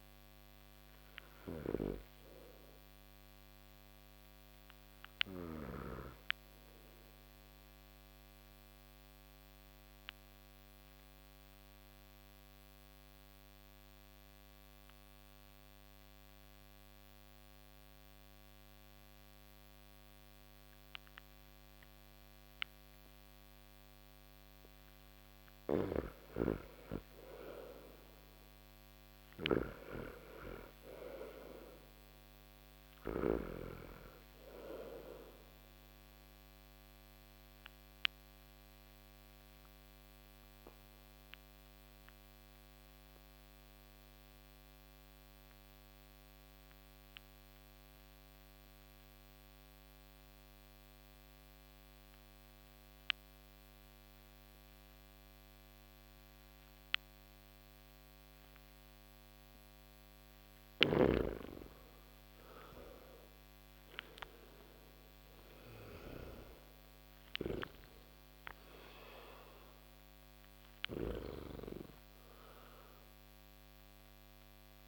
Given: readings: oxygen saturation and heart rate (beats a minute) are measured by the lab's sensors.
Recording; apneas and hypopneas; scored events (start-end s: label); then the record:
breathing in sleep by a microphone on the trachea; 2
0.00-21.50 s: oxygen desaturation (device-marked, oxygen 87% lowest)
1.00-5.50 s: snoring (device-marked)
4.00-24.50 s: obstructive apnea (oxygen 96% before, 85% lowest)
27.00-30.50 s: arousal
29.00-33.00 s: snoring (device-marked)
34.50-49.50 s: oxygen desaturation (device-marked, oxygen 98% before, 88% lowest)
37.00-59.50 s: obstructive apnea (oxygen 98% before, 85% lowest)
62.50-66.50 s: arousal
62.50-74.88 s: oxygen desaturation (device-marked, oxygen 97% before, 85% lowest)
67.00-71.00 s: snoring (device-marked)
From the record:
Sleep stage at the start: N2 (light sleep); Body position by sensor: on the back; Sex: male